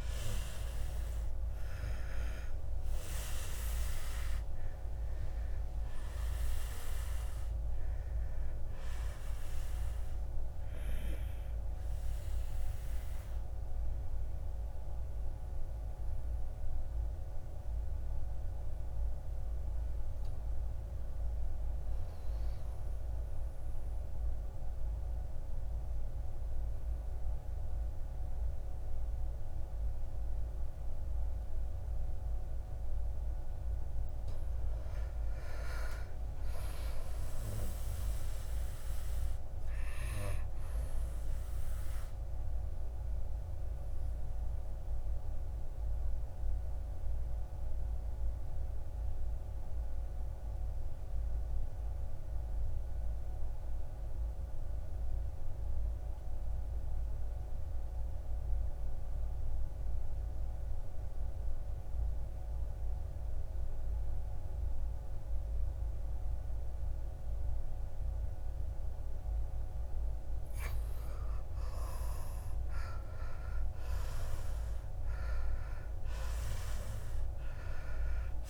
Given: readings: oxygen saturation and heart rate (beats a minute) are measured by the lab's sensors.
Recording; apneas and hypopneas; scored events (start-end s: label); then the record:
breathing in sleep by a room microphone; 2
0.00-14.00 s: oxygen desaturation (device-marked, oxygen 89% lowest, heart rate 54 extreme)
8.50-19.50 s: obstructive apnea (oxygen 95% before, 84% lowest, heart rate 62 before, 54 extreme, up 4 after)
21.00-24.00 s: arousal
28.00-35.00 s: oxygen desaturation (device-marked, oxygen 97% before, 94% lowest, heart rate 58 before, 56 extreme)
40.50-70.00 s: obstructive apnea (oxygen 97% before, 82% lowest, heart rate 57 before, 57 extreme, up 10 after)
42.00-56.00 s: oxygen desaturation (device-marked, oxygen 95% before, 92% lowest, heart rate 58 before, 57 extreme)
65.00-78.50 s: oxygen desaturation (device-marked, oxygen 97% before, 82% lowest, heart rate 60 before, 53 extreme)
71.50-75.50 s: arousal
From the record:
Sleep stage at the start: N2 (light sleep); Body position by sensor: on the back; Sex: male